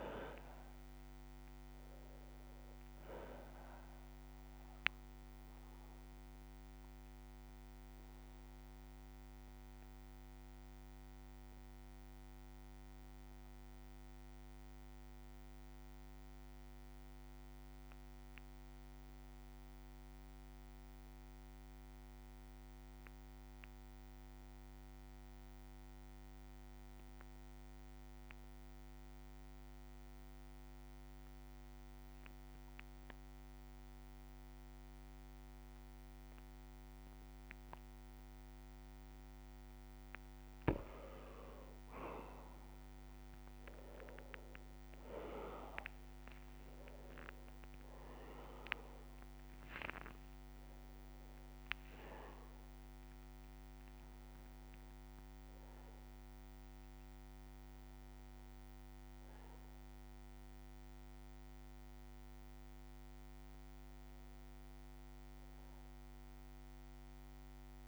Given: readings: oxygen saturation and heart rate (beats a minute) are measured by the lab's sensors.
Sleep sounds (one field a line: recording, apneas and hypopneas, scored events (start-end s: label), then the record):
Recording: breathing in sleep by a microphone on the trachea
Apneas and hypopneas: 1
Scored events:
0.00-20.00 s: oxygen desaturation (device-marked, oxygen 91% lowest, heart rate 58 extreme)
6.00-39.00 s: obstructive apnea (oxygen 99% before, 91% lowest, heart rate 68 before, 58 extreme, up 18 after)
9.00-30.00 s: bradycardia (device-marked, heart rate 60 before, 58 extreme)
37.00-65.00 s: oxygen desaturation (device-marked, oxygen 99% before, 91% lowest, heart rate 59 before, 58 extreme)
41.50-45.50 s: arousal
47.00-49.00 s: long interval between heartbeats (device-marked, heart rate 61 before, 89 extreme)
47.00-50.00 s: tachycardia (device-marked, heart rate 61 before, 95 extreme)
47.00-67.88 s: new sleep stage, N1 (lightest sleep)
49.00-51.00 s: long interval between heartbeats (device-marked, heart rate 64 before, 95 extreme)
51.50-53.50 s: long interval between heartbeats (device-marked, heart rate 68 before, 104 extreme)
57.00-65.00 s: bradycardia (device-marked, heart rate 61 before, 59 extreme)
From the record:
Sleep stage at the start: N2 (light sleep)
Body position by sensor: on the back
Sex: male